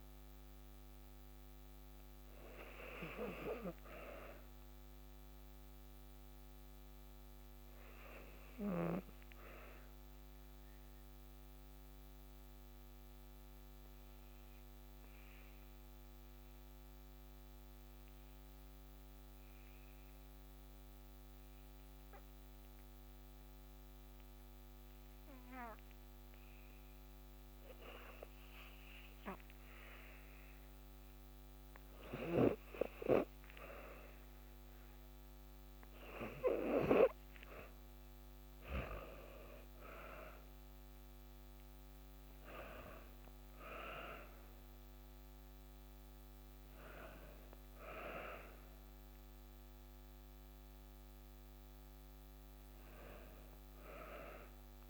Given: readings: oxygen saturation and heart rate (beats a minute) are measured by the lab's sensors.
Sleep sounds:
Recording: breathing in sleep by a microphone on the trachea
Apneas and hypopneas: 1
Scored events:
10.00-31.00 s: obstructive apnea (oxygen 97% before, 91% lowest, heart rate 55 before, 52 extreme, up 15 after)
35.50-39.00 s: arousal
40.00-54.90 s: oxygen desaturation (device-marked, oxygen 96% before, 91% lowest, heart rate 58 before, 54 extreme)
From the record:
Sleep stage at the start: N2 (light sleep)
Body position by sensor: on the back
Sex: female

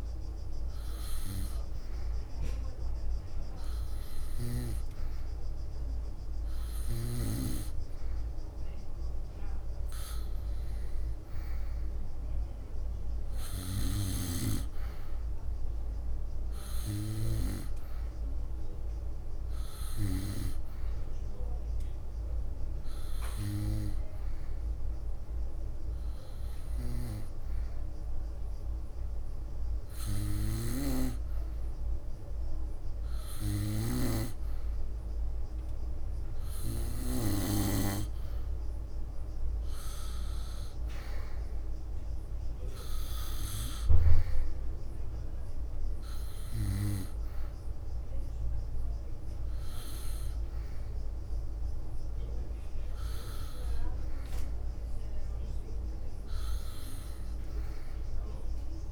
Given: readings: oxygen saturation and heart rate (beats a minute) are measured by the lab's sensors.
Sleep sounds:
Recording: breathing in sleep by a room microphone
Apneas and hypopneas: none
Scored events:
42.00-44.50 s: leg movement (device-marked)
49.50-55.00 s: leg movement (device-marked)
From the record:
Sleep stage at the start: N2 (light sleep)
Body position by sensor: on the back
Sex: female

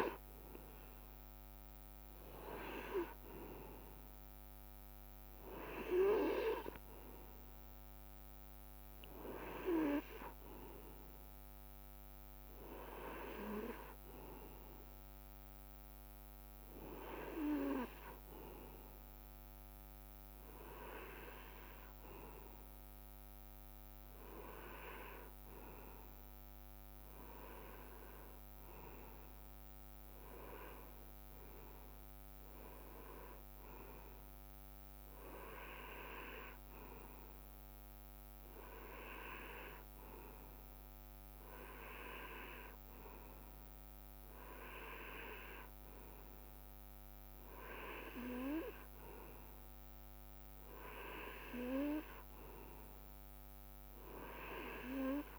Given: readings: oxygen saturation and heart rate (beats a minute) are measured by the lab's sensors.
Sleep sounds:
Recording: breathing in sleep by a microphone on the trachea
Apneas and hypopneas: none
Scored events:
16.00-18.00 s: long interval between heartbeats (device-marked, heart rate 67 before, 75 extreme)
From the record:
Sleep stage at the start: N2 (light sleep)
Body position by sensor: on the right side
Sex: male

